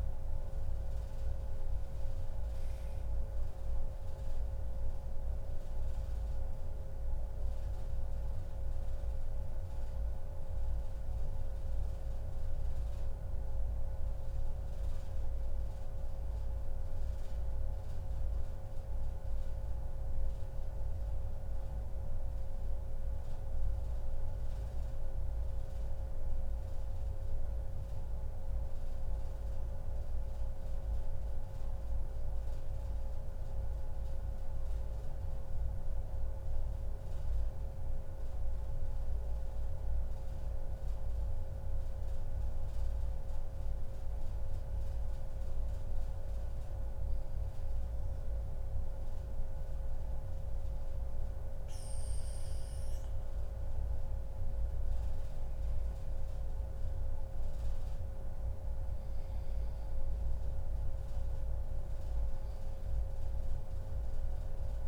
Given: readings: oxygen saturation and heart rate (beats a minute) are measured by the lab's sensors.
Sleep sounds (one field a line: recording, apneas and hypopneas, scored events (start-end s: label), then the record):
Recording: breathing in sleep, hard to hear, by a room microphone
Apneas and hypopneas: none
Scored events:
0.00-2.50 s: arousal
16.50-64.88 s: new sleep stage, N2 (light sleep)
26.50-28.50 s: long interval between heartbeats (device-marked, heart rate 141 before, 122 extreme)
From the record:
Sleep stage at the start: N1 (lightest sleep)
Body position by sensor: on the back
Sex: male